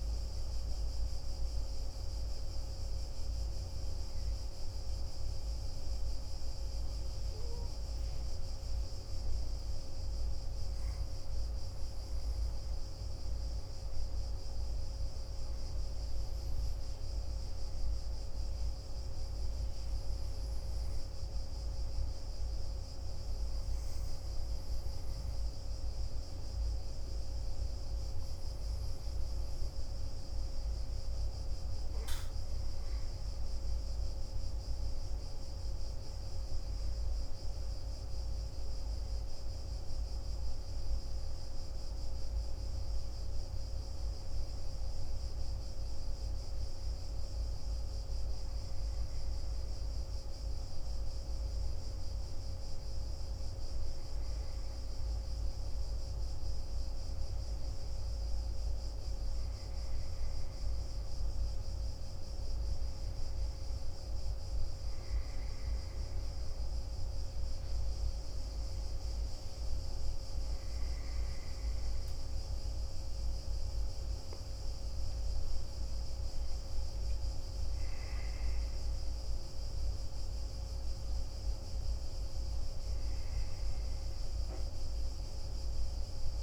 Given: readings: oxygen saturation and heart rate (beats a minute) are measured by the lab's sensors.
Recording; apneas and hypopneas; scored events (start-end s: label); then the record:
breathing in sleep, hard to hear, by a room microphone; none
48.00-86.43 s: new sleep stage, N1 (lightest sleep)
74.50-78.00 s: arousal
From the record:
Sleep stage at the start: N2 (light sleep); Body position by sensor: on the back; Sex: male